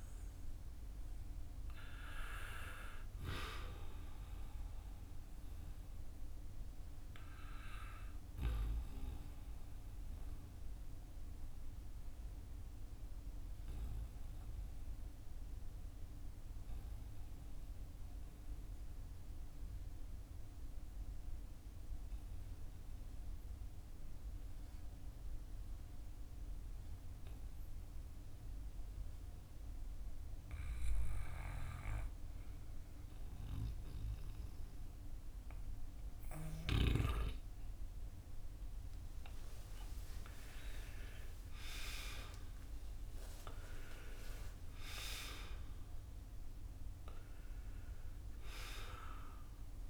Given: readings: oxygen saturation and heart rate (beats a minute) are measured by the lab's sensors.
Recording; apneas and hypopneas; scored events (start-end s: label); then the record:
breathing in sleep by a room microphone; 1
0.00-28.00 s: oxygen desaturation (device-marked, oxygen 88% lowest, heart rate 47 extreme)
7.50-36.50 s: obstructive apnea (oxygen 96% before, 88% lowest, heart rate 58 before, 47 extreme, up 14 after)
38.00-42.50 s: arousal
From the record:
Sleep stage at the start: N2 (light sleep); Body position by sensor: on the back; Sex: male